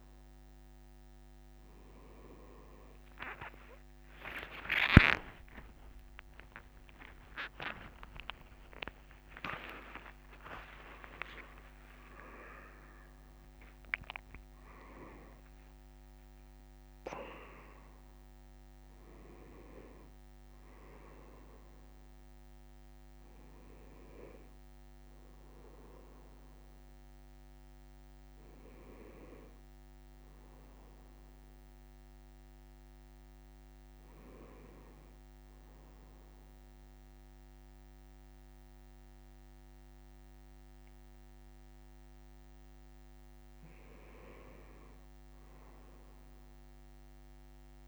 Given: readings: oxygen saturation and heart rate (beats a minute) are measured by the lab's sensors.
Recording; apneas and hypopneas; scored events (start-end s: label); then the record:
breathing in sleep by a microphone on the trachea; none
4.00-10.50 s: arousal
20.50-47.88 s: new sleep stage, N1 (lightest sleep)
From the record:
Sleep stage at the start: N2 (light sleep); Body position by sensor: on the right side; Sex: male